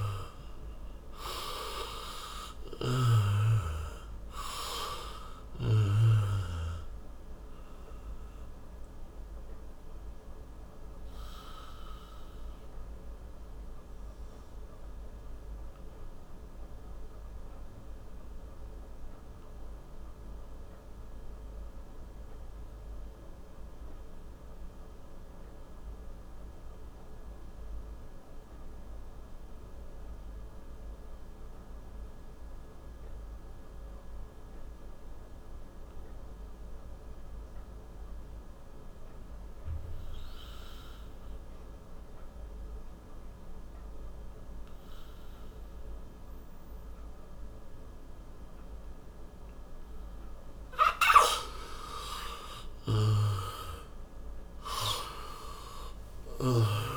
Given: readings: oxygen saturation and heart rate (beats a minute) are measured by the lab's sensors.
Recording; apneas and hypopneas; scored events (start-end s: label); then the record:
breathing in sleep by a room microphone; 1
0.00-4.00 s: arousal
0.00-31.50 s: oxygen desaturation (device-marked, oxygen 87% lowest, heart rate 54 extreme)
9.00-50.00 s: obstructive apnea (oxygen 98% before, 87% lowest, heart rate 71 before, 54 extreme, up 20 after)
52.50-56.97 s: arousal
From the record:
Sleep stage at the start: N2 (light sleep); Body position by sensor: on the back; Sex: male